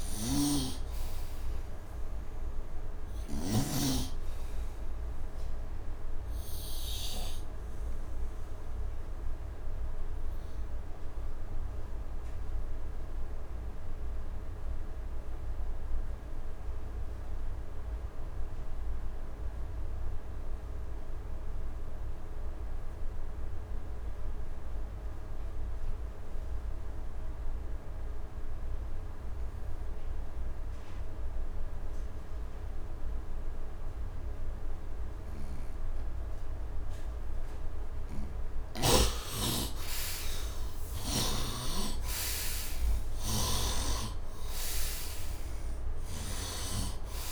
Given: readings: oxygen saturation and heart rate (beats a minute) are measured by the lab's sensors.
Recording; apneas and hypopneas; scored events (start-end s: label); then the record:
breathing in sleep by a room microphone; 1
0.00-3.50 s: snoring (device-marked)
0.00-18.50 s: oxygen desaturation (device-marked, oxygen 74% lowest, heart rate 72 extreme)
5.50-37.00 s: obstructive apnea (oxygen 91% before, 70% lowest, heart rate 107 before, 72 extreme, up 38 after)
23.50-47.31 s: oxygen desaturation (device-marked, oxygen 100% before, 70% lowest, heart rate 76 before, 71 extreme)
38.50-43.50 s: arousal
43.00-47.31 s: snoring (device-marked)
From the record:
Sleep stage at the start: N2 (light sleep); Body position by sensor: on the right side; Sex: male